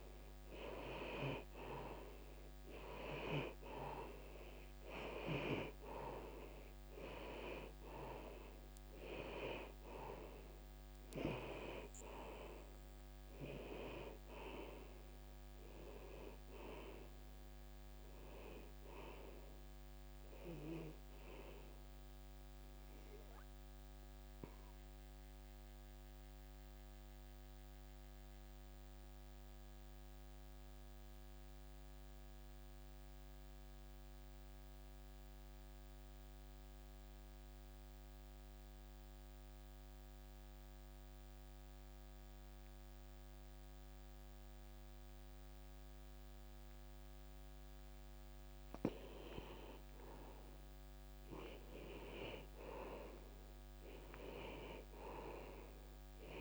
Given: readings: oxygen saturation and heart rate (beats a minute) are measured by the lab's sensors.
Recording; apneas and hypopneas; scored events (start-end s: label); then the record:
breathing in sleep by a microphone on the trachea; 1
0.00-35.50 s: oxygen desaturation (device-marked, oxygen 87% lowest, heart rate 50 extreme)
18.50-22.00 s: arousal
24.00-50.50 s: mixed apnea (oxygen 95% before, 87% lowest)
52.50-56.41 s: arousal
From the record:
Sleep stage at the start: N2 (light sleep); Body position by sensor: on the back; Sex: male